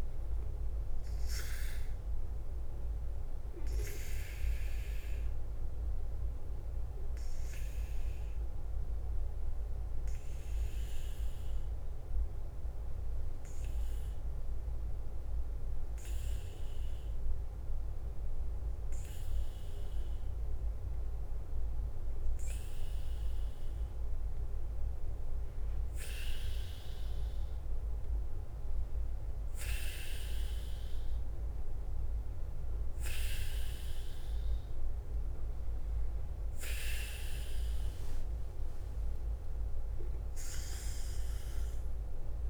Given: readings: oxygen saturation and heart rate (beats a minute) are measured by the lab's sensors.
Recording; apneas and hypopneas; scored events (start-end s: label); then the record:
breathing in sleep by a room microphone; 1
0.00-1.50 s: oxygen desaturation (device-marked, oxygen 95% lowest, heart rate 48 extreme)
0.00-42.50 s: bradycardia (device-marked, heart rate 42 extreme)
3.00-24.00 s: obstructive apnea (oxygen 98% before, 94% lowest, heart rate 52 before, 48 extreme, up 1 after)
38.50-42.50 s: arousal
39.50-42.50 s: oxygen desaturation (device-marked, oxygen 98% before, 94% lowest, heart rate 49 before, 47 extreme)
From the record:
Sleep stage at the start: N2 (light sleep); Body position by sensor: on the back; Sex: male